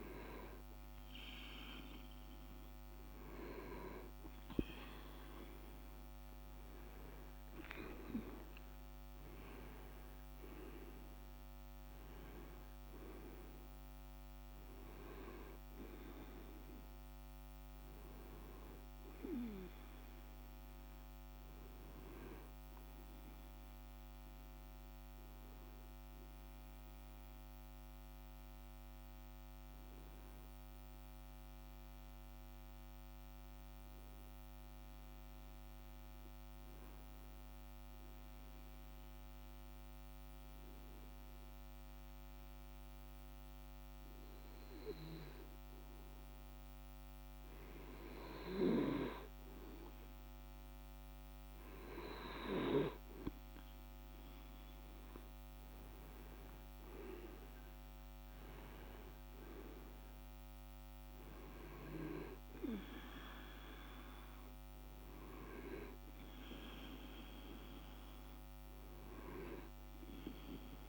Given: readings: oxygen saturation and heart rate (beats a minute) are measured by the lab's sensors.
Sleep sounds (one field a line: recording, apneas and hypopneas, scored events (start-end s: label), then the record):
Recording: breathing in sleep by a microphone on the trachea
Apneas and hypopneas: 1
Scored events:
2.00-15.00 s: oxygen desaturation (device-marked, oxygen 97% before, 93% lowest, heart rate 50 before, 49 extreme)
6.50-11.00 s: arousal
24.00-48.50 s: hypopnea (oxygen 96% before, 93% lowest, heart rate 53 before, 50 extreme, up 2 after)
50.50-56.00 s: arousal
51.00-70.89 s: oxygen desaturation (device-marked, oxygen 98% before, 93% lowest, heart rate 51 before, 49 extreme)
From the record:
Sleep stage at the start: N2 (light sleep)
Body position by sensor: on the back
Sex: male